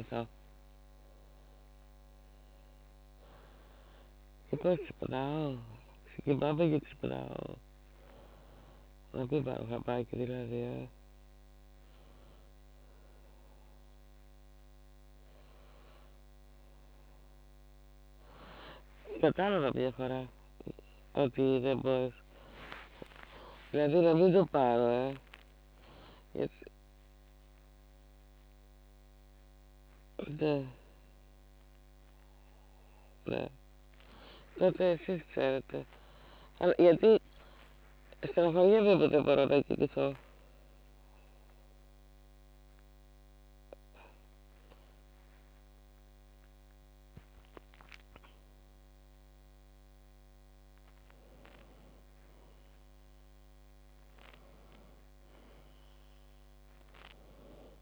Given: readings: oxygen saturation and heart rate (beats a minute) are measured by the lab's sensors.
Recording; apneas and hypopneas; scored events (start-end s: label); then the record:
a person awake in a sleep study, by a microphone on the trachea; none
0.00-6.00 s: snoring (device-marked)
25.00-39.50 s: snoring (device-marked)
From the record:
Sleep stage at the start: awake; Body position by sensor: on the back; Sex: female